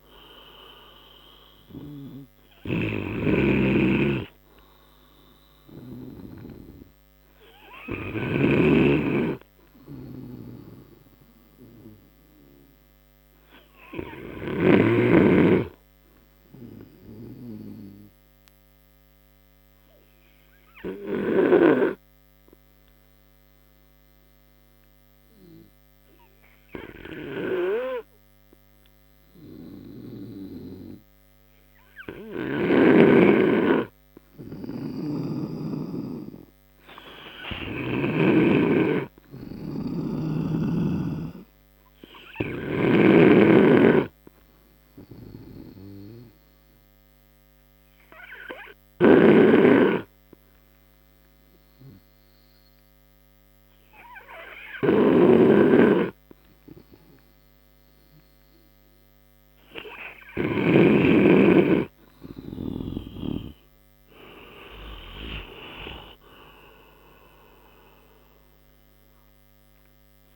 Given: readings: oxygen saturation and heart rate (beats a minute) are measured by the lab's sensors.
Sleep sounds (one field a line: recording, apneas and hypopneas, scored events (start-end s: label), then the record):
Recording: breathing in sleep by a microphone on the trachea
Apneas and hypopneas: 2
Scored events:
3.50-9.00 s: snoring (device-marked)
5.00-33.50 s: obstructive apnea (oxygen 96% before, 90% lowest)
6.50-16.50 s: oxygen desaturation (device-marked, oxygen 97% before, 93% lowest)
35.00-38.00 s: arousal
35.50-39.00 s: snoring (device-marked)
38.50-49.50 s: oxygen desaturation (device-marked, oxygen 96% before, 92% lowest)
42.50-61.00 s: obstructive apnea (oxygen 97% before, 90% lowest)
43.50-61.50 s: snoring (device-marked)
64.00-66.50 s: arousal
68.50-70.36 s: oxygen desaturation (device-marked, oxygen 94% before, 90% lowest)
From the record:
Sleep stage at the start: N2 (light sleep)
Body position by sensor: on the right side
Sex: male